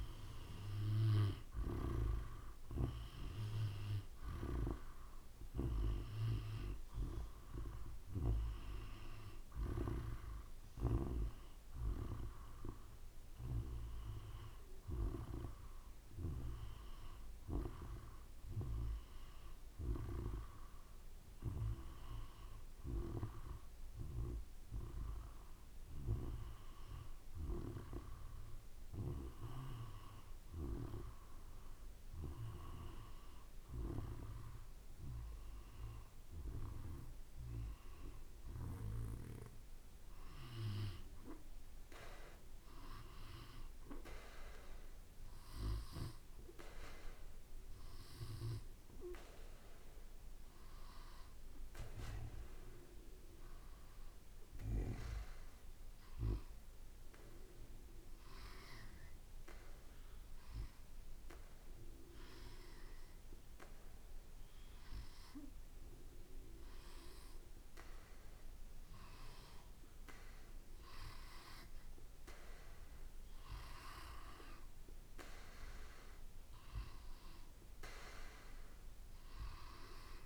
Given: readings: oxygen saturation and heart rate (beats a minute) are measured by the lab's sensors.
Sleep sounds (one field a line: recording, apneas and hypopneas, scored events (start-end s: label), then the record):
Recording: breathing in sleep by a room microphone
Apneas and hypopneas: 2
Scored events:
0.00-10.50 s: oxygen desaturation (device-marked, oxygen 90% lowest, heart rate 55 extreme)
17.50-20.50 s: arousal
24.00-27.00 s: arousal
30.00-41.00 s: hypopnea (oxygen 94% before, 92% lowest, heart rate 55 before, 55 extreme, up 1 after)
43.50-47.00 s: arousal
56.00-68.50 s: hypopnea (oxygen 94% before, 91% lowest, heart rate 56 before, 55 extreme, up 3 after)
71.00-74.50 s: arousal
From the record:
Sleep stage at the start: N2 (light sleep)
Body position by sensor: on the back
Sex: male